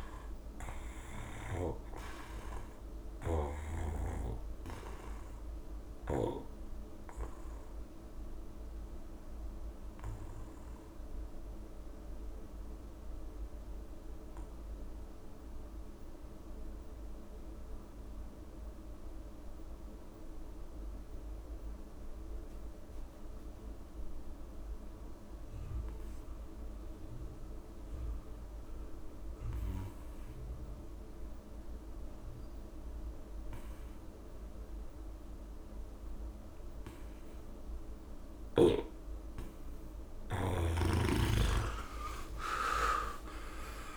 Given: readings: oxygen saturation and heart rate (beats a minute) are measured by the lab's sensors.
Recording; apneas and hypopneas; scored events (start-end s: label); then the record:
breathing in sleep by a room microphone; 1
0.00-18.00 s: oxygen desaturation (device-marked, oxygen 87% lowest, heart rate 67 extreme)
4.50-39.00 s: obstructive apnea (oxygen 99% before, 81% lowest, heart rate 86 before, 67 extreme, up 7 after)
33.00-43.97 s: oxygen desaturation (device-marked, oxygen 99% before, 81% lowest, heart rate 69 before, 62 extreme)
40.50-43.97 s: snoring (device-marked)
42.00-43.97 s: arousal
From the record:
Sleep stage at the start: N2 (light sleep); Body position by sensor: on the back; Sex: male